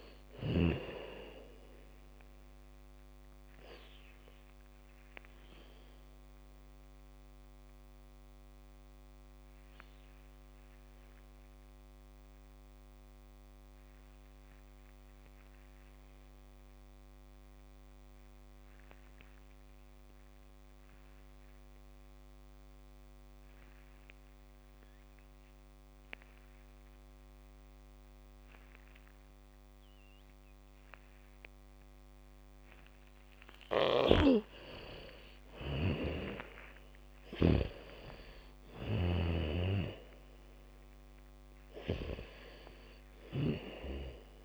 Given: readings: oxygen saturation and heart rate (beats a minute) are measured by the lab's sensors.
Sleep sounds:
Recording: breathing in sleep by a microphone on the trachea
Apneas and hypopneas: 1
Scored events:
0.00-1.50 s: bradycardia (device-marked, heart rate 44 extreme)
0.00-21.50 s: oxygen desaturation (device-marked, oxygen 79% lowest, heart rate 30 extreme)
7.00-33.00 s: obstructive apnea (oxygen 92% before, 76% lowest, heart rate 56 before, 30 extreme)
27.50-42.50 s: bradycardia (device-marked, heart rate 71 before, 30 extreme)
34.00-44.00 s: snoring (device-marked)
34.50-39.00 s: arousal
34.50-44.45 s: oxygen desaturation (device-marked, oxygen 98% before, 76% lowest, heart rate 73 before, 32 extreme)
From the record:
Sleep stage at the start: N2 (light sleep)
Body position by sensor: on the back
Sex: female

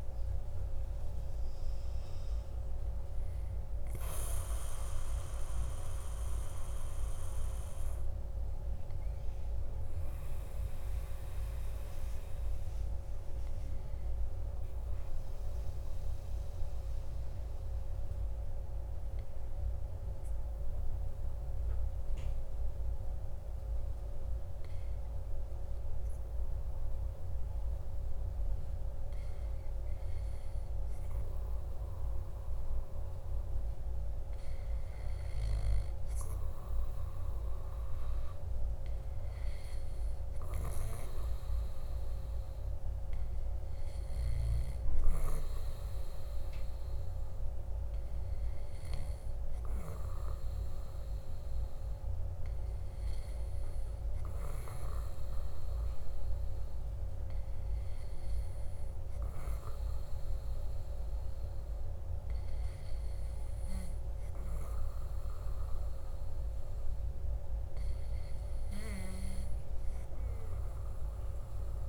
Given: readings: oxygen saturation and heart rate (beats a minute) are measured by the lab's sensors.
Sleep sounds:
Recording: breathing in sleep, hard to hear, by a room microphone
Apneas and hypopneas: 1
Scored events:
0.00-4.50 s: oxygen desaturation (device-marked, oxygen 95% lowest, heart rate 52 extreme)
4.00-27.50 s: hypopnea (oxygen 99% before, 95% lowest, heart rate 57 before, 52 extreme, up 0 after)
29.50-32.50 s: arousal
From the record:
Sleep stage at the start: N2 (light sleep)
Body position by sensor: on the back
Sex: male

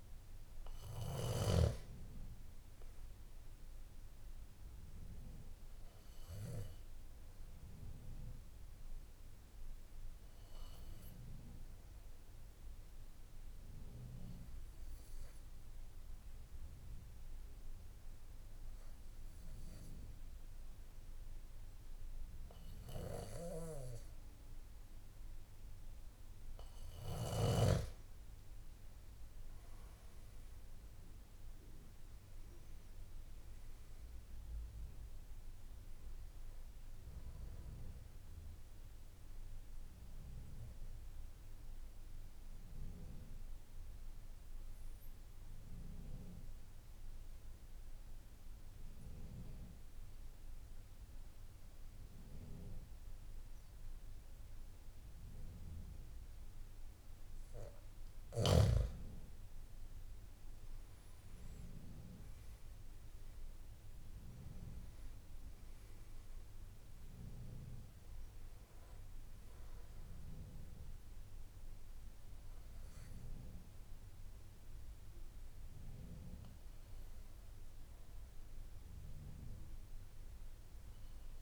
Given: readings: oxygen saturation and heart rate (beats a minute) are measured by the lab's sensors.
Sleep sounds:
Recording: breathing in sleep by a room microphone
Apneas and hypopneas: 2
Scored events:
0.00-9.00 s: oxygen desaturation (device-marked, oxygen 93% lowest, heart rate 51 extreme)
12.00-26.00 s: obstructive apnea (oxygen 96% before, 91% lowest, heart rate 53 before, 51 extreme, up 6 after)
41.00-56.00 s: obstructive apnea (oxygen 96% before, 91% lowest, heart rate 56 before, 51 extreme, up 8 after)
68.00-81.42 s: oxygen desaturation (device-marked, oxygen 97% before, 91% lowest, heart rate 55 before, 51 extreme)
71.00-81.42 s: new sleep stage, N2 (light sleep)
From the record:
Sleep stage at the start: N1 (lightest sleep)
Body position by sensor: on the back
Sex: male

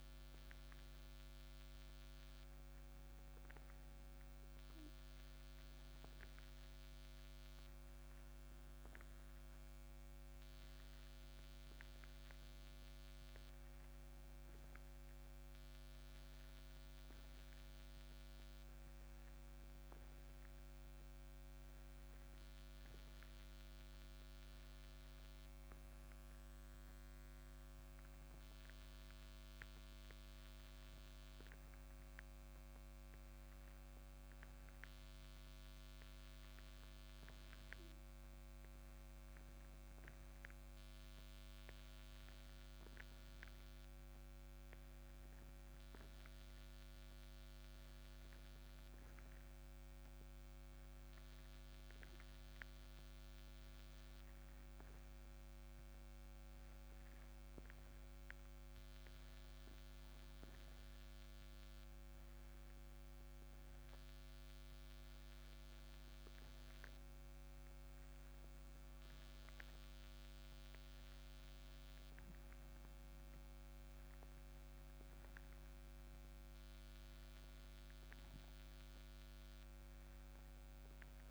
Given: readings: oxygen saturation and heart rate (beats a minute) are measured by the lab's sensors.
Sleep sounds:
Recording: breathing in sleep, hard to hear, by a microphone on the trachea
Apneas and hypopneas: 1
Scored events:
24.00-81.31 s: new sleep stage, N2 (light sleep)
52.00-65.50 s: hypopnea (oxygen 96% before, 94% lowest, heart rate 62 before, 60 extreme, up 4 after)
68.00-72.50 s: arousal
From the record:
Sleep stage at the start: N1 (lightest sleep)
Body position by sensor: on the back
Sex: male

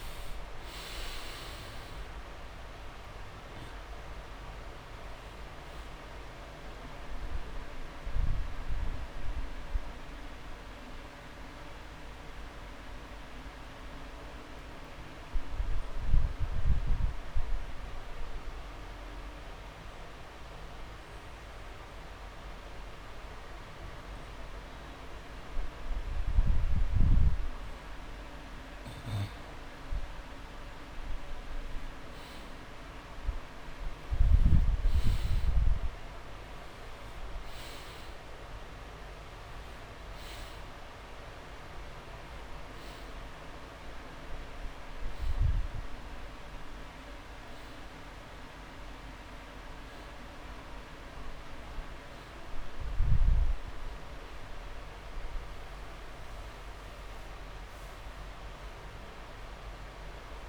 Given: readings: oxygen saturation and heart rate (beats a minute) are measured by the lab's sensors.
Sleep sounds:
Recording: breathing in sleep, hard to hear, by a room microphone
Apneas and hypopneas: 1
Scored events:
12.00-28.50 s: central apnea (oxygen 98% before, 90% lowest)
12.50-14.50 s: long interval between heartbeats (device-marked)
22.00-37.00 s: oxygen desaturation (device-marked, oxygen 94% before, 90% lowest)
27.00-29.00 s: long interval between heartbeats (device-marked)
33.50-37.00 s: arousal
51.00-60.49 s: oxygen desaturation (device-marked, oxygen 98% before, 91% lowest)
From the record:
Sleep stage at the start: N2 (light sleep)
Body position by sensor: on the back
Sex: male

